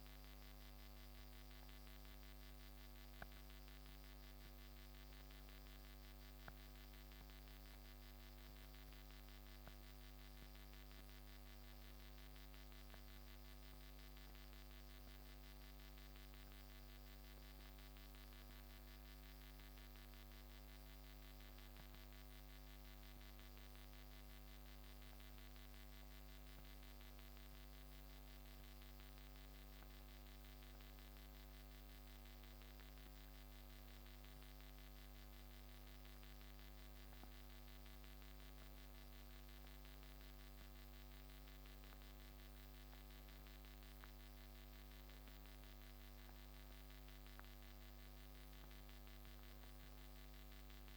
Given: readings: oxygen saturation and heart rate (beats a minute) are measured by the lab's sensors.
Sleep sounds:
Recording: a person awake in a sleep study, hard to hear, by a microphone on the trachea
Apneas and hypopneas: none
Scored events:
30.00-50.97 s: new sleep stage, N1 (lightest sleep)
From the record:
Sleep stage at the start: awake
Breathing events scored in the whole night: 562 in 5.9 hours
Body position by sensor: on the back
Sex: male

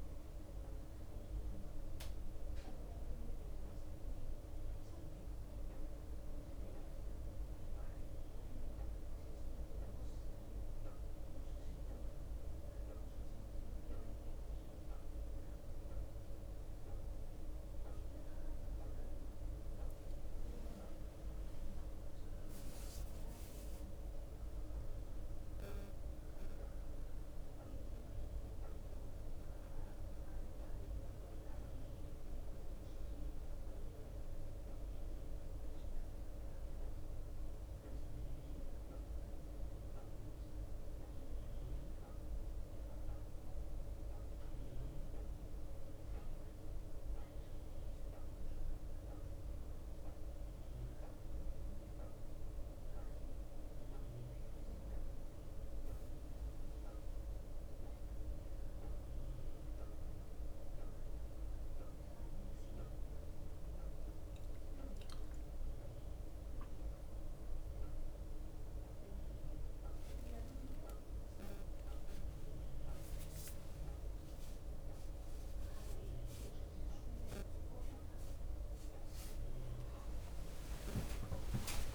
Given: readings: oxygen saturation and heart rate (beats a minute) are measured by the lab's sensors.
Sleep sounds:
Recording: breathing in sleep, hard to hear, by a room microphone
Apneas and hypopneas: 2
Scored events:
1.00-19.00 s: bradycardia (device-marked, heart rate 60 before, 57 extreme)
9.00-21.00 s: mixed apnea (oxygen 96% before, 91% lowest, heart rate 69 before, 57 extreme, up 5 after)
23.50-29.00 s: arousal
25.00-41.00 s: drop in pulse transit time (device-marked, heart rate 59 before, 59 extreme)
35.00-37.00 s: bradycardia (device-marked, heart rate 60 before, 60 extreme)
42.00-58.00 s: hypopnea (oxygen 95% before, 91% lowest, heart rate 61 before, 27 extreme, up 3 after)
69.00-73.00 s: tachycardia (device-marked, heart rate 61 before, 103 extreme)
69.00-81.00 s: drop in pulse transit time (device-marked, heart rate 62 before, 27 extreme)
70.50-72.50 s: long interval between heartbeats (device-marked, heart rate 62 before, 78 extreme)
73.00-75.00 s: long interval between heartbeats (device-marked, heart rate 66 before, 107 extreme)
76.00-78.00 s: long interval between heartbeats (device-marked, heart rate 73 before, 98 extreme)
77.00-79.00 s: bradycardia (device-marked, heart rate 61 before, 98 extreme)
77.00-81.95 s: new sleep stage, awake
From the record:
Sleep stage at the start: N1 (lightest sleep)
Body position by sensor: on the right side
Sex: male

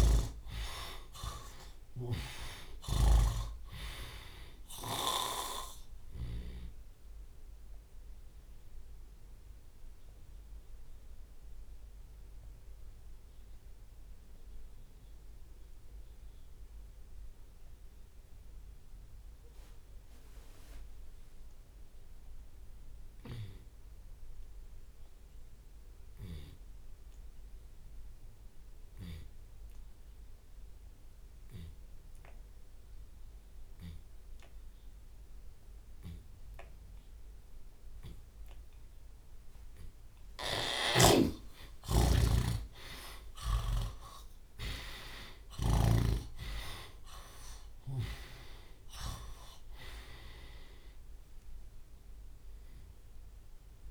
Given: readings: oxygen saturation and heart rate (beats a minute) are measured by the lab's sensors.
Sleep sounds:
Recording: breathing in sleep by a room microphone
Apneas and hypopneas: 1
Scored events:
0.00-1.00 s: arousal
0.00-1.00 s: oxygen desaturation (device-marked, oxygen 78% lowest, heart rate 54 extreme)
0.00-11.00 s: drop in pulse transit time (device-marked, heart rate 66 extreme)
7.50-39.50 s: obstructive apnea (oxygen 96% before, 68% lowest)
10.50-12.50 s: long interval between heartbeats (device-marked, heart rate 88 before, 66 extreme)
21.00-38.00 s: tachycardia (device-marked, heart rate 79 before, 145 extreme)
22.00-24.00 s: long interval between heartbeats (device-marked, heart rate 68 before, 75 extreme)
22.00-48.00 s: oxygen desaturation (device-marked, oxygen 96% before, 73% lowest)
24.50-26.50 s: long interval between heartbeats (device-marked, heart rate 68 before, 104 extreme)
27.50-29.50 s: long interval between heartbeats (device-marked, heart rate 73 before, 126 extreme)
30.00-32.00 s: long interval between heartbeats (device-marked, heart rate 82 before, 132 extreme)
30.00-43.00 s: drop in pulse transit time (device-marked, heart rate 82 before, 98 extreme)
32.50-34.50 s: long interval between heartbeats (device-marked, heart rate 89 before, 126 extreme)
34.50-36.50 s: long interval between heartbeats (device-marked, heart rate 96 before, 129 extreme)
36.50-38.50 s: long interval between heartbeats (device-marked, heart rate 103 before, 123 extreme)
38.50-40.50 s: long interval between heartbeats (device-marked, heart rate 109 before, 119 extreme)
40.50-44.00 s: snoring (device-marked)
41.00-46.00 s: arousal
43.00-45.00 s: long interval between heartbeats (device-marked, heart rate 122 before, 80 extreme)
From the record:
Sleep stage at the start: N2 (light sleep)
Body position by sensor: on the left side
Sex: male

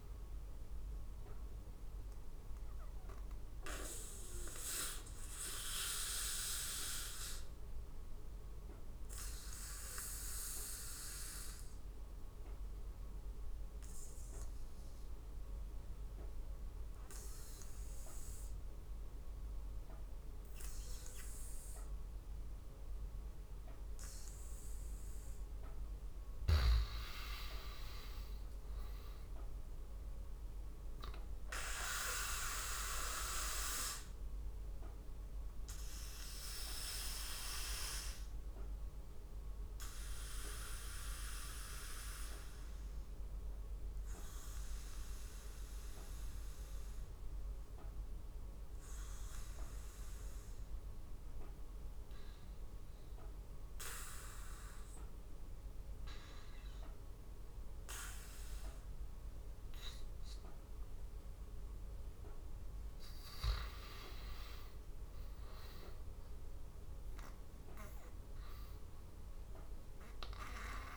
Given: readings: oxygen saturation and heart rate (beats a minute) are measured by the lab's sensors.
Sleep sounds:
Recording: breathing in sleep by a room microphone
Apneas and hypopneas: 2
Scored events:
1.50-12.50 s: oxygen desaturation (device-marked, oxygen 98% before, 88% lowest, heart rate 83 before, 74 extreme)
1.50-23.50 s: obstructive apnea (oxygen 98% before, 87% lowest, heart rate 83 before, 74 extreme, up 6 after)
25.50-29.00 s: arousal
26.50-53.50 s: oxygen desaturation (device-marked, oxygen 100% before, 87% lowest, heart rate 78 before, 73 extreme)
35.00-59.50 s: obstructive apnea (oxygen 100% before, 87% lowest, heart rate 79 before, 73 extreme, up 5 after)
61.50-66.00 s: arousal
From the record:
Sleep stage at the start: N2 (light sleep)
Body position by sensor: on the back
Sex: male

